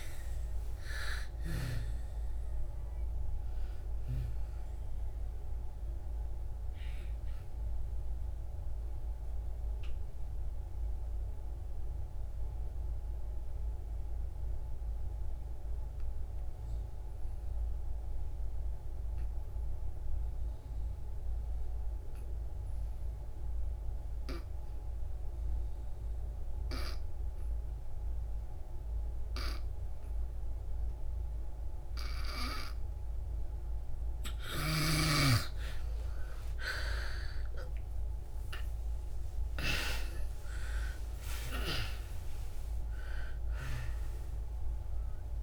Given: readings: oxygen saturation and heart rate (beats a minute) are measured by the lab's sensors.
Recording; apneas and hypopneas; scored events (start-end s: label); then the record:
breathing in sleep by a room microphone; 1
0.00-1.00 s: arousal
0.00-27.00 s: oxygen desaturation (device-marked, oxygen 75% lowest, heart rate 59 extreme)
7.00-34.00 s: mixed apnea (oxygen 97% before, 74% lowest, heart rate 88 before, 56 extreme, up 60 after)
29.00-45.43 s: oxygen desaturation (device-marked, oxygen 98% before, 74% lowest, heart rate 63 before, 56 extreme)
35.50-40.50 s: arousal
From the record:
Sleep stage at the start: N2 (light sleep); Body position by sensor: on the back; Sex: female